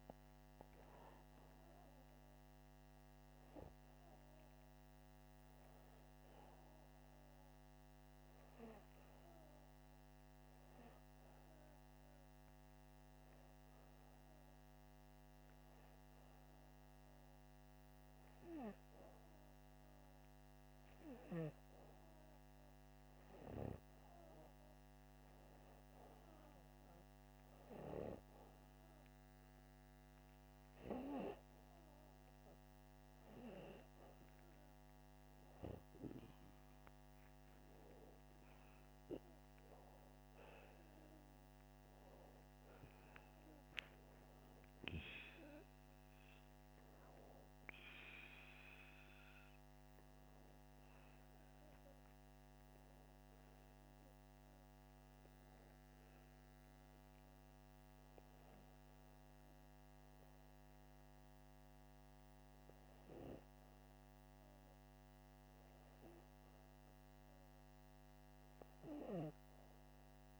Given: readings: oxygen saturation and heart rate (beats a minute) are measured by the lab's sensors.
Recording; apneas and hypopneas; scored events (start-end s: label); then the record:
breathing in sleep by a microphone on the trachea; 2
3.50-6.50 s: arousal
9.00-20.00 s: hypopnea (oxygen 96% before, 93% lowest, heart rate 87 before, 85 extreme, up 1 after)
23.00-26.50 s: arousal
39.00-43.50 s: arousal
51.00-63.50 s: hypopnea (oxygen 95% before, 92% lowest, heart rate 88 before, 80 extreme, up 1 after)
65.00-68.00 s: arousal
From the record:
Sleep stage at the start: N2 (light sleep); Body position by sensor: upright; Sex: male